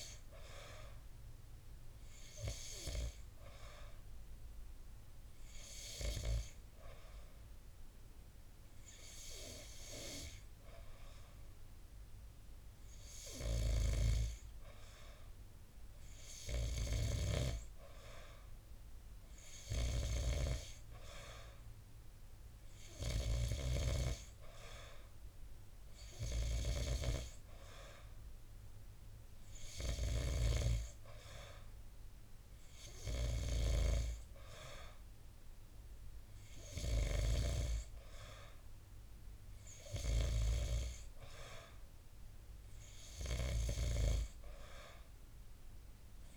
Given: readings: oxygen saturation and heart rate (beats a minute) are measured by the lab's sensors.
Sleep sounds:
breathing in sleep by a room microphone; 1
1.00-14.50 s: hypopnea (oxygen 93% before, 89% lowest, heart rate 61 before, 52 extreme, up 9 after)
2.50-19.50 s: oxygen desaturation (device-marked, oxygen 93% before, 89% lowest, heart rate 62 before, 54 extreme)
20.00-24.00 s: arousal
From the record:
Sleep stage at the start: N2 (light sleep); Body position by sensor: on the back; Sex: male

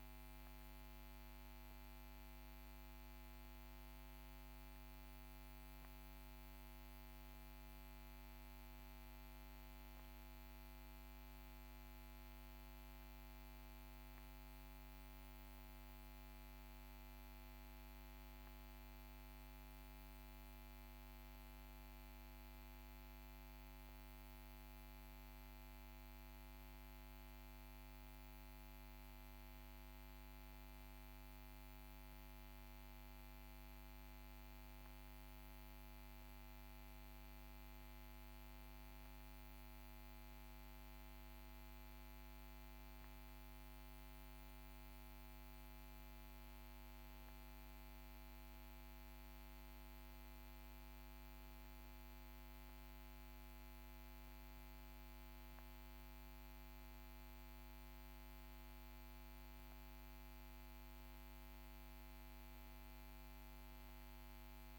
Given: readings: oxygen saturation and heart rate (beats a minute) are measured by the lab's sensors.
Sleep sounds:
breathing in sleep, hard to hear, by a microphone on the trachea; none
none scored
From the record:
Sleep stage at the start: N1 (lightest sleep); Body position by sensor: on the back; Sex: male

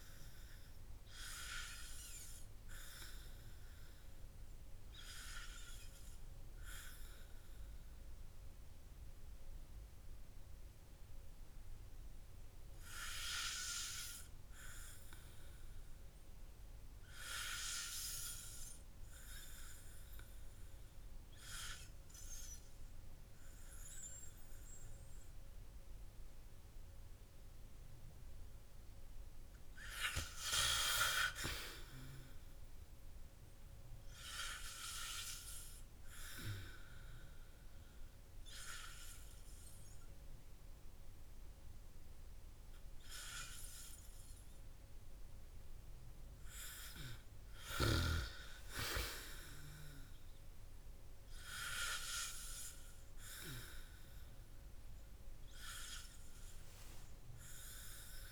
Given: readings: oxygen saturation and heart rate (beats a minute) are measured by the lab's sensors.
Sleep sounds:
breathing in sleep by a room microphone; 1
16.00-27.00 s: oxygen desaturation (device-marked, oxygen 98% before, 92% lowest, heart rate 58 before, 58 extreme)
27.50-30.50 s: arousal
37.50-48.50 s: obstructive apnea (oxygen 98% before, 94% lowest, heart rate 64 before, 63 extreme, up 4 after)
50.00-53.00 s: arousal
From the record:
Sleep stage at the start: N2 (light sleep); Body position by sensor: on the back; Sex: male

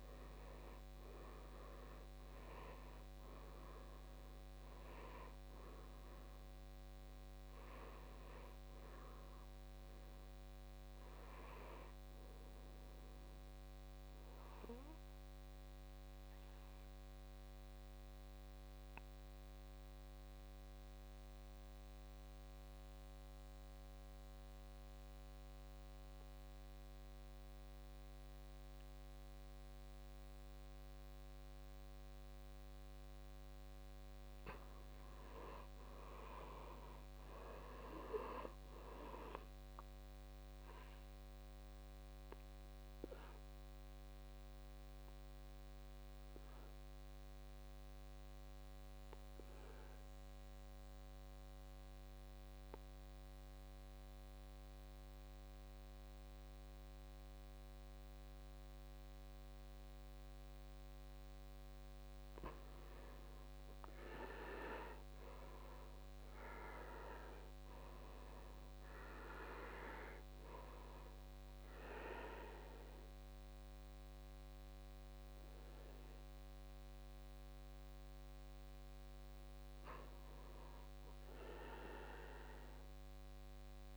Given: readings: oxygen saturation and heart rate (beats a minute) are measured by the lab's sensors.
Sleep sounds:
breathing in sleep by a microphone on the trachea; 2
0.00-24.00 s: oxygen desaturation (device-marked, oxygen 77% lowest, heart rate 52 extreme)
15.00-32.50 s: obstructive apnea (oxygen 97% before, 77% lowest, heart rate 67 before, 52 extreme, up 14 after)
35.00-38.50 s: arousal
35.00-59.00 s: oxygen desaturation (device-marked, oxygen 100% before, 83% lowest, heart rate 54 before, 56 extreme)
42.00-61.00 s: obstructive apnea (oxygen 100% before, 80% lowest, heart rate 58 before, 56 extreme, up 11 after)
63.00-66.00 s: arousal
68.00-83.97 s: oxygen desaturation (device-marked, oxygen 95% before, 80% lowest, heart rate 61 before, 52 extreme)
From the record:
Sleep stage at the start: N2 (light sleep); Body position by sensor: on the back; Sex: male

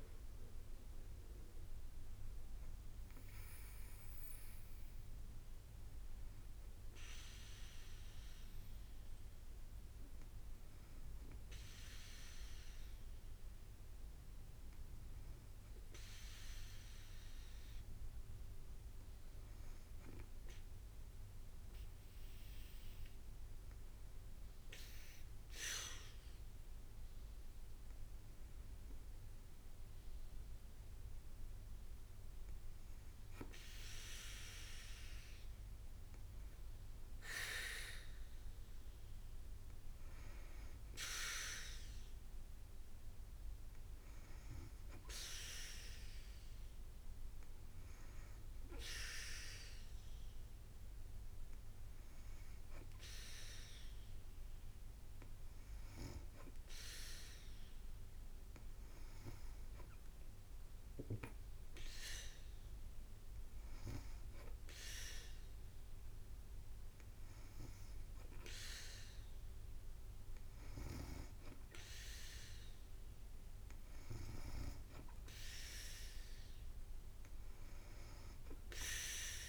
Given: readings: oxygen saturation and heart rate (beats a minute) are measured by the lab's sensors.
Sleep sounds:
breathing in sleep by a room microphone; 2
21.00-35.00 s: hypopnea (oxygen 97% before, 93% lowest, heart rate 55 before, 56 extreme, up 2 after)
36.50-40.00 s: arousal
47.00-57.50 s: hypopnea (oxygen 98% before, 93% lowest, heart rate 57 before, 56 extreme, up 3 after)
From the record:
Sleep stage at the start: N2 (light sleep); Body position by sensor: on the back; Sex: female

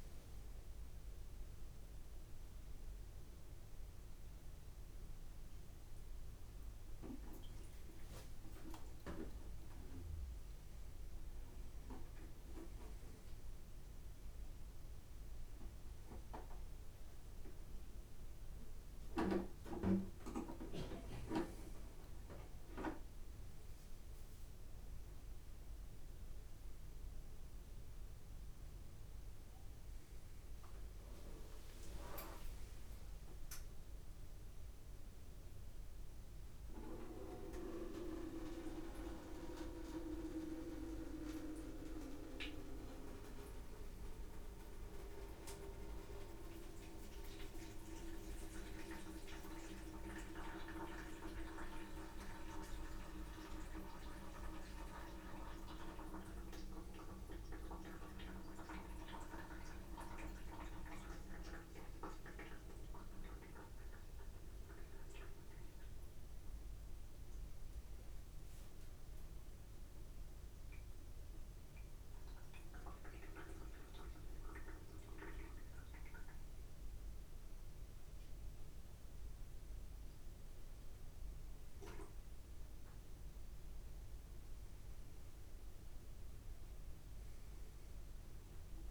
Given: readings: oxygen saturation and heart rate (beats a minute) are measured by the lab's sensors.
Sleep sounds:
a person awake in a sleep study, by a room microphone; none
0.00-2.00 s: oxygen desaturation (device-marked, oxygen 93% lowest, heart rate 76 extreme)
15.00-21.00 s: tachycardia (device-marked, heart rate 77 before, 117 extreme)
From the record:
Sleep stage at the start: awake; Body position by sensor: upright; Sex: male

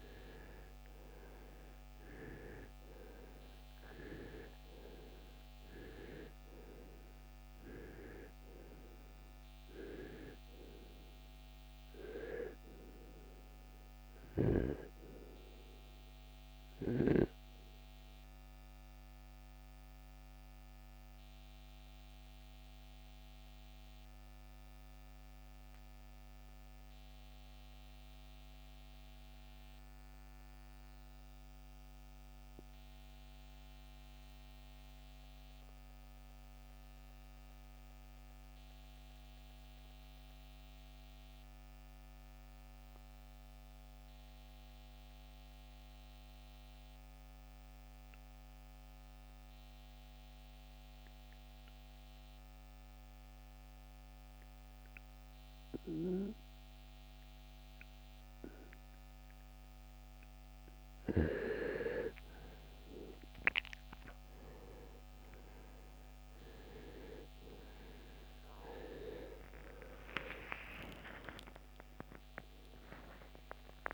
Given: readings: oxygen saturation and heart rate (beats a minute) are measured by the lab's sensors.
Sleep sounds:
breathing in sleep by a microphone on the trachea; 1
4.50-41.50 s: oxygen desaturation (device-marked, oxygen 96% before, 82% lowest, heart rate 61 before, 45 extreme)
18.00-59.00 s: obstructive apnea (oxygen 96% before, 82% lowest, heart rate 70 before, 45 extreme, up 35 after)
63.50-69.50 s: arousal
From the record:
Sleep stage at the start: N2 (light sleep); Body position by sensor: on the right side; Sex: male

